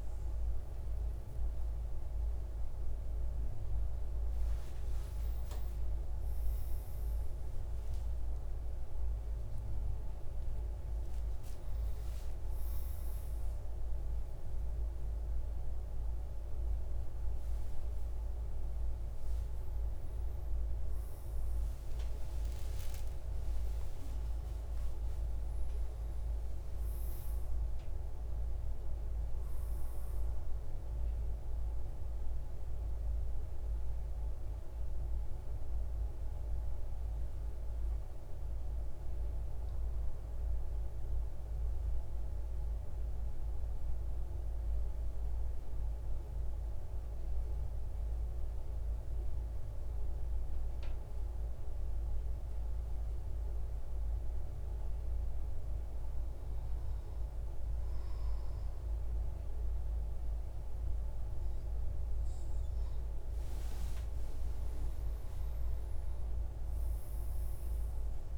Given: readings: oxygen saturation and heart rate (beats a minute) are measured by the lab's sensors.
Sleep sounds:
a person partly awake in a sleep study, hard to hear, by a room microphone; 1
10.00-68.38 s: new sleep stage, N2 (light sleep)
41.50-55.50 s: central apnea (oxygen 98% before, 94% lowest, heart rate 165 before, 103 extreme, up 39 after)
50.00-68.38 s: oxygen desaturation (device-marked, oxygen 98% before, 94% lowest, heart rate 141 before, 52 extreme)
57.50-61.50 s: arousal
From the record:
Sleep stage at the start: awake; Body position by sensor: on the right side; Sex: male

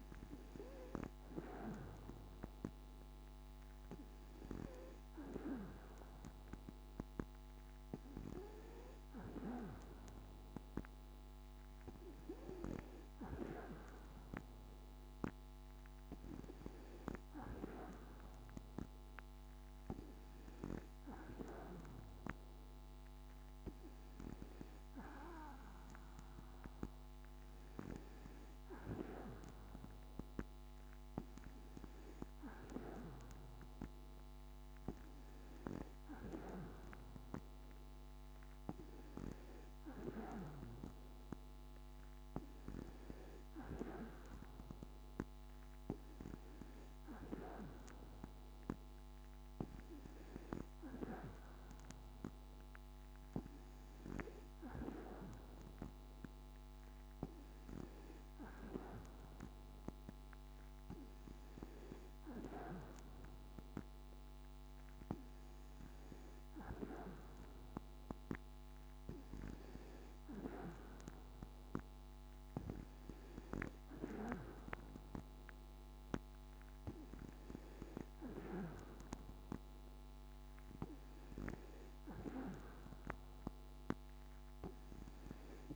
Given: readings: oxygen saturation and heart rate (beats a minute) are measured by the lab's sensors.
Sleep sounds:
breathing in sleep by a microphone on the trachea; none
none scored
From the record:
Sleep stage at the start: N2 (light sleep); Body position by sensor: on the back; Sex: female

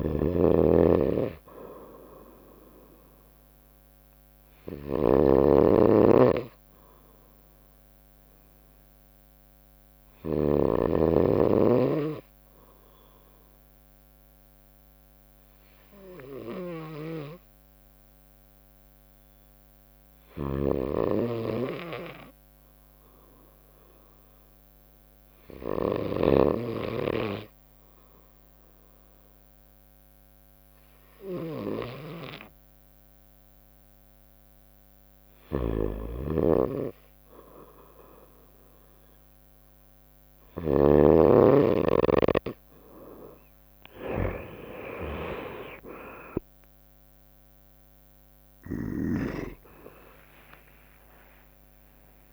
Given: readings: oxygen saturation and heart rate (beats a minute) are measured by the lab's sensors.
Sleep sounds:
breathing in sleep by a microphone on the trachea; 1
0.00-10.50 s: snoring (device-marked)
0.00-13.50 s: oxygen desaturation (device-marked, oxygen 88% lowest, heart rate 60 extreme)
7.50-33.00 s: obstructive apnea (oxygen 95% before, 88% lowest, heart rate 66 before, 60 extreme, up 0 after)
20.00-26.50 s: snoring (device-marked)
35.00-41.00 s: snoring (device-marked)
41.50-52.33 s: oxygen desaturation (device-marked, oxygen 94% before, 89% lowest, heart rate 61 before, 58 extreme)
47.50-52.33 s: drop in pulse transit time (device-marked, heart rate 63 before, 72 extreme)
49.50-52.33 s: arousal
50.00-52.00 s: long interval between heartbeats (device-marked, heart rate 64 before, 81 extreme)
From the record:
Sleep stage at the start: N2 (light sleep); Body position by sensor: on the right side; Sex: female

